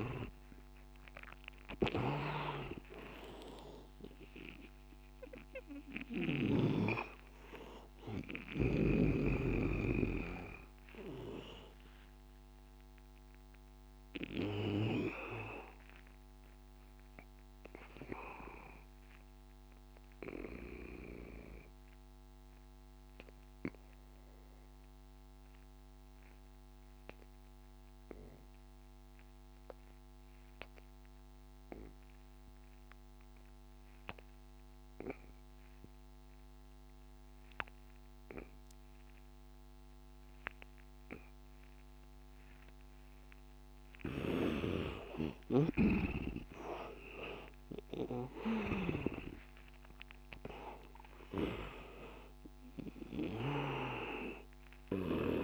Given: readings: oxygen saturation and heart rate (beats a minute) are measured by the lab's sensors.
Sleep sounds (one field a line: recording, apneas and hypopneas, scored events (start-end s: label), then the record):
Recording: breathing in sleep by a microphone on the trachea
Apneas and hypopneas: 1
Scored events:
0.00-1.50 s: arousal
0.00-23.00 s: oxygen desaturation (device-marked, oxygen 84% lowest, heart rate 81 extreme)
15.50-43.50 s: obstructive apnea (oxygen 98% before, 81% lowest, heart rate 91 before, 81 extreme, up 7 after)
36.00-55.44 s: oxygen desaturation (device-marked, oxygen 99% before, 81% lowest, heart rate 87 before, 76 extreme)
45.50-49.00 s: arousal
From the record:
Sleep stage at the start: N2 (light sleep)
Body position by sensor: on the back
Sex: male